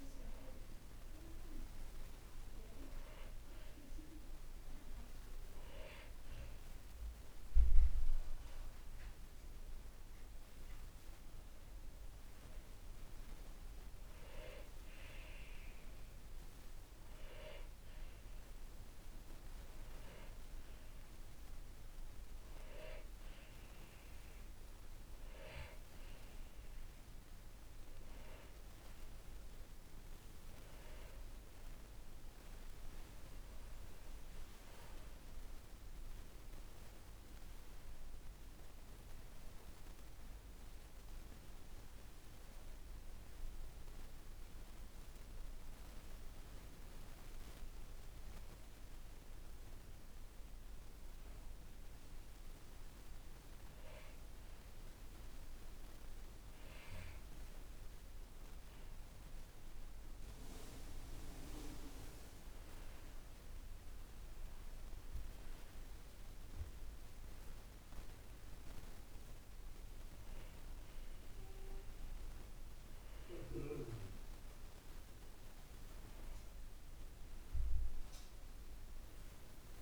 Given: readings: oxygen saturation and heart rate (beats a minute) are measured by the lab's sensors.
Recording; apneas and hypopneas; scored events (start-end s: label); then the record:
breathing in sleep by a room microphone; 1
44.00-58.50 s: hypopnea (oxygen 95% before, 92% lowest, heart rate 67 before, 56 extreme, up 18 after)
60.50-63.50 s: arousal
65.00-79.82 s: oxygen desaturation (device-marked, oxygen 97% before, 92% lowest, heart rate 61 before, 56 extreme)
From the record:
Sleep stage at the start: N2 (light sleep); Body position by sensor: on the back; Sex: male